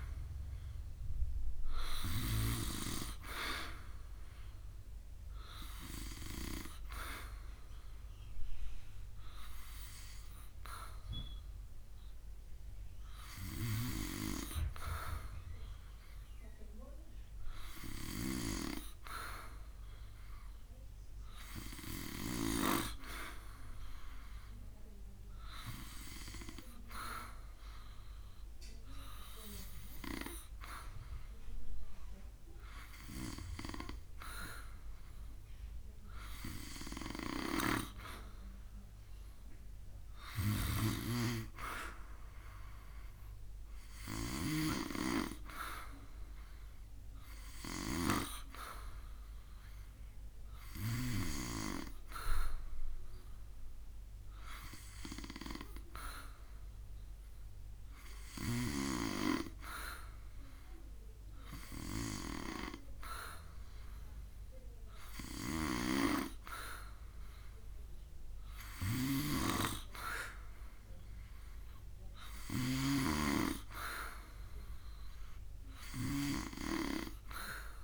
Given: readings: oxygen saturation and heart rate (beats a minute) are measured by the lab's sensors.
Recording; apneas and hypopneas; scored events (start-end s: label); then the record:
breathing in sleep by a room microphone; none
68.50-76.00 s: snoring (device-marked)
From the record:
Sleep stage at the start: N2 (light sleep); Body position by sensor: on the back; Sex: male